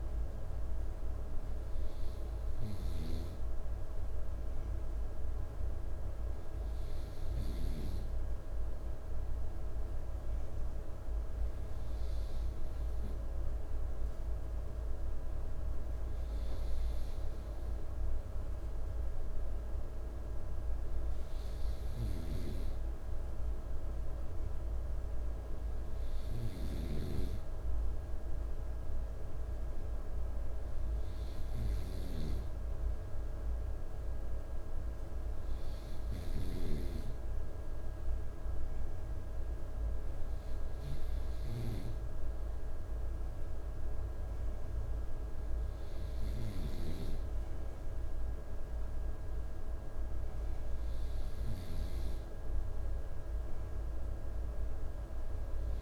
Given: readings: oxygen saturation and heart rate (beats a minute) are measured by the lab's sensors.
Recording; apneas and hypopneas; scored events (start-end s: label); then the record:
breathing in sleep, hard to hear, by a room microphone; none
none scored
From the record:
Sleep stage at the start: N2 (light sleep); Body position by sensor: on the right side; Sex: male